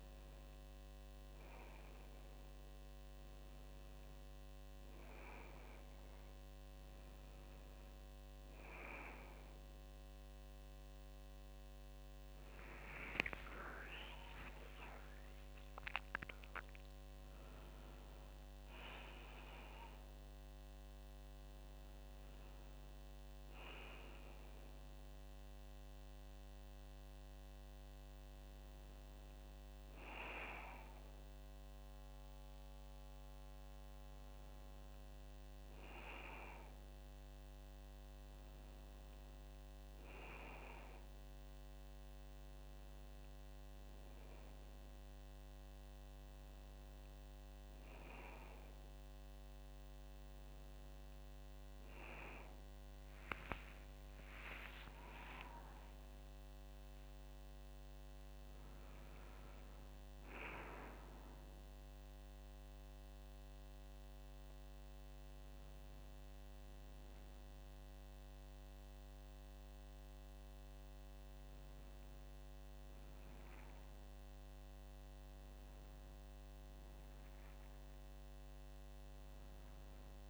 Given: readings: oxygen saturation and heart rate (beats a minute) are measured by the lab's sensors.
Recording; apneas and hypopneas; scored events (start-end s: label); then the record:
a person awake in a sleep study, by a microphone on the trachea; none
none scored
From the record:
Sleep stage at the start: awake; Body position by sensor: on the back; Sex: female